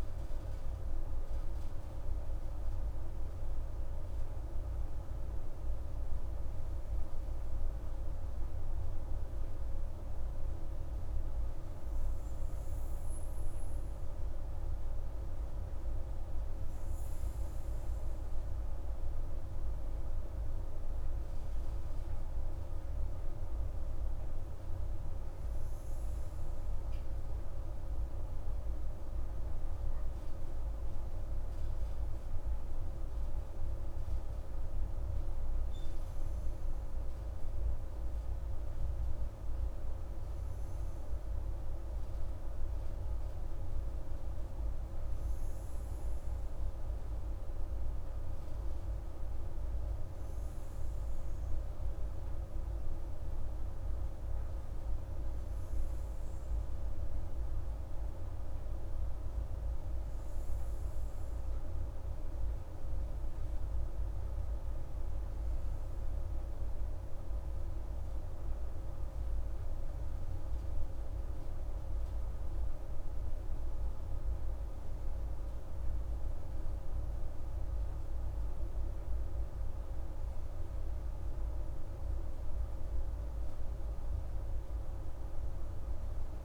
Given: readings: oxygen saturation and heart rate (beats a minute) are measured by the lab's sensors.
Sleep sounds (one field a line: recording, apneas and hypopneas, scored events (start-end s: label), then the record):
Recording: breathing in sleep, hard to hear, by a room microphone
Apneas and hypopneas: none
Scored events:
none scored
From the record:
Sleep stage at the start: N2 (light sleep)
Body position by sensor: on the right side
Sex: female